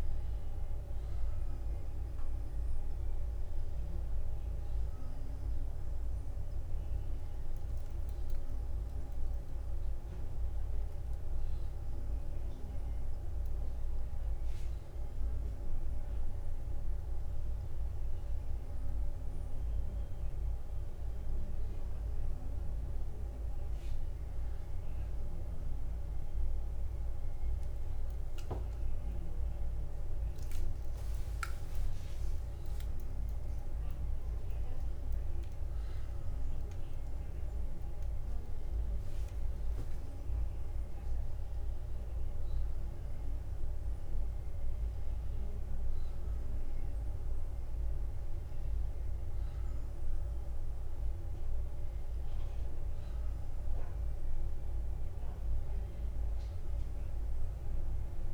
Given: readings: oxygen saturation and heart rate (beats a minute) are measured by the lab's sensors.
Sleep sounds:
breathing in sleep, hard to hear, by a room microphone; none
0.00-2.00 s: long interval between heartbeats (device-marked, heart rate 60 before, 60 extreme)
31.00-33.00 s: long interval between heartbeats (device-marked, heart rate 54 before, 54 extreme)
47.00-49.00 s: long interval between heartbeats (device-marked, heart rate 56 before, 59 extreme)
From the record:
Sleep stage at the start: N1 (lightest sleep); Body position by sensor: on the back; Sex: male

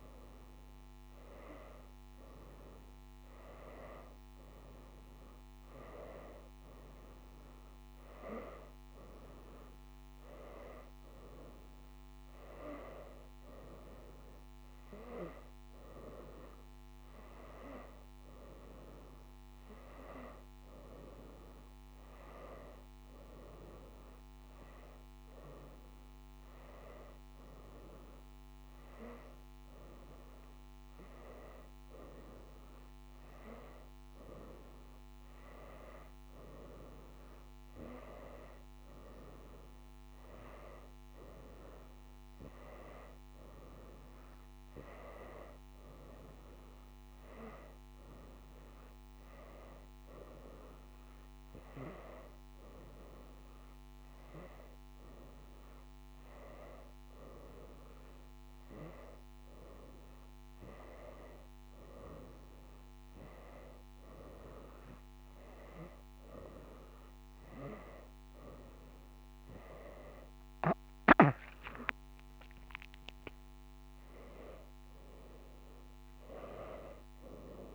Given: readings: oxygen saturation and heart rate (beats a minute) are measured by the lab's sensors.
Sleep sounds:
breathing in sleep by a microphone on the trachea; none
none scored
From the record:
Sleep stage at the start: N2 (light sleep); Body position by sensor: on the right side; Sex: female

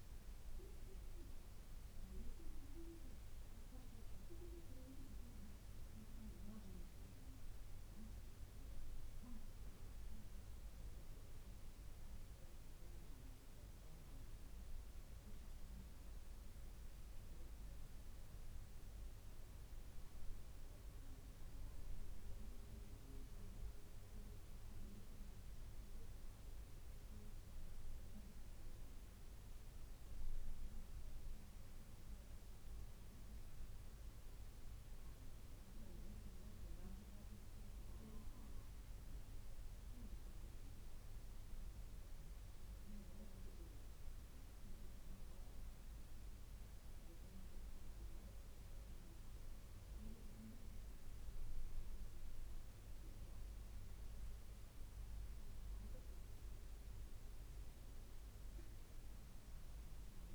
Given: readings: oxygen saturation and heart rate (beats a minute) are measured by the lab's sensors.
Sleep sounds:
breathing in sleep, hard to hear, by a room microphone; none
10.00-60.34 s: new sleep stage, N2 (light sleep)
From the record:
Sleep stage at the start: N1 (lightest sleep); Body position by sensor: on the right side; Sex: female

